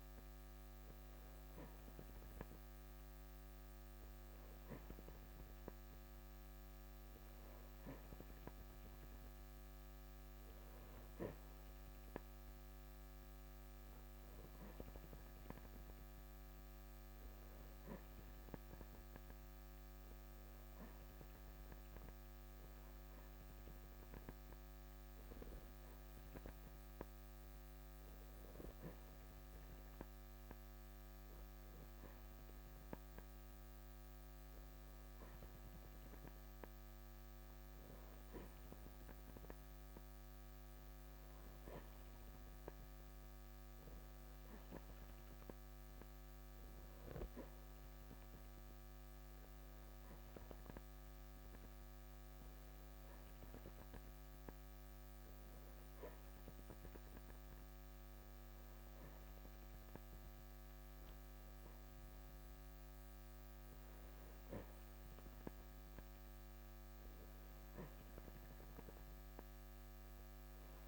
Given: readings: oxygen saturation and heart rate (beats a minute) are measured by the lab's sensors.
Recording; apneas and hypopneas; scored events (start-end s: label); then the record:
breathing in sleep, hard to hear, by a microphone on the trachea; none
none scored
From the record:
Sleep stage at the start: N3 (deep sleep); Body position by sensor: on the back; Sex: male